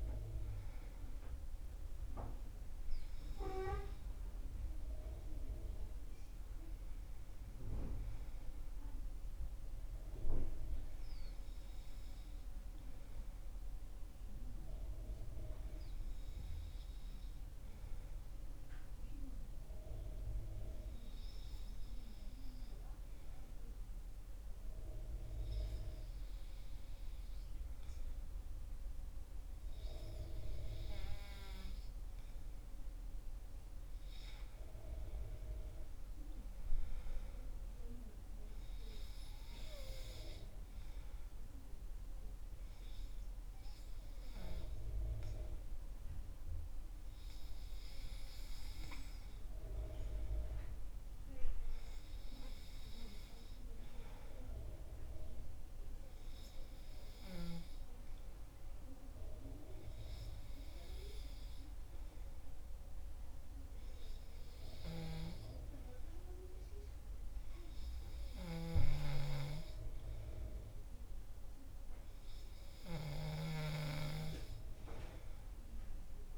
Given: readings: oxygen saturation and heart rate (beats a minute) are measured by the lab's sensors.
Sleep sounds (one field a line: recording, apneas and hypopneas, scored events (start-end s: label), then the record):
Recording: breathing in sleep by a room microphone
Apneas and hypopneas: 1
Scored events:
16.50-30.50 s: hypopnea (oxygen 97% before, 95% lowest, heart rate 70 before, 63 extreme, up 9 after)
34.00-38.00 s: arousal
From the record:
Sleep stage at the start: N2 (light sleep)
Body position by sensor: on the back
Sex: male